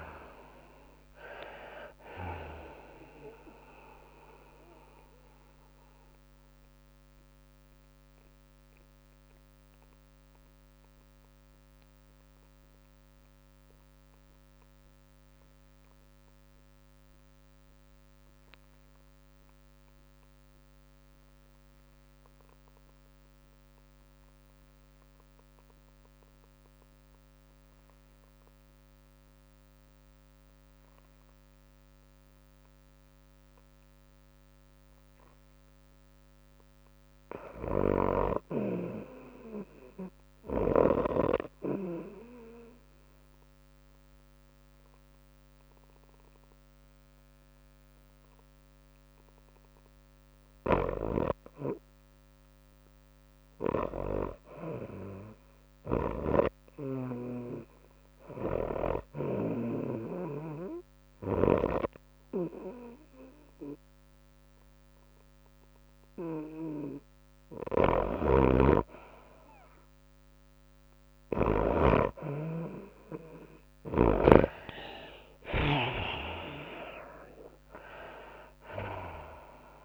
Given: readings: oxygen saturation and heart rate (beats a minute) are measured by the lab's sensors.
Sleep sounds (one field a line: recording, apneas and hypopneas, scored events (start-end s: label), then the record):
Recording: breathing in sleep by a microphone on the trachea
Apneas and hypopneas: 2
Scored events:
0.00-10.50 s: drop in pulse transit time (device-marked, heart rate 105 extreme)
0.00-12.50 s: oxygen desaturation (device-marked, oxygen 64% lowest, heart rate 99 extreme)
0.00-30.50 s: tachycardia (device-marked, heart rate 116 extreme)
5.00-36.00 s: mixed apnea (oxygen 97% before, 64% lowest, heart rate 106 before, 97 extreme, up 1 after)
11.50-79.85 s: new sleep stage, REM sleep
25.50-55.50 s: oxygen desaturation (device-marked, oxygen 99% before, 67% lowest, heart rate 109 before, 97 extreme)
38.00-41.00 s: arousal
43.50-53.50 s: obstructive apnea (oxygen 99% before, 67% lowest, heart rate 101 before, 97 extreme, up 3 after)
44.50-51.50 s: tachycardia (device-marked, heart rate 105 before, 103 extreme)
57.00-61.00 s: arousal
57.50-74.50 s: oxygen desaturation (device-marked, oxygen 77% before, 67% lowest, heart rate 100 before, 103 extreme)
59.50-79.85 s: tachycardia (device-marked, heart rate 105 before, 115 extreme)
68.50-72.50 s: snoring (device-marked)
76.00-79.85 s: arousal
76.50-79.85 s: oxygen desaturation (device-marked, oxygen 74% before, 68% lowest, heart rate 103 before, 104 extreme)
77.50-79.85 s: drop in pulse transit time (device-marked, heart rate 104 before, 110 extreme)
From the record:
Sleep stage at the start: N2 (light sleep)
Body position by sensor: on the back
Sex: female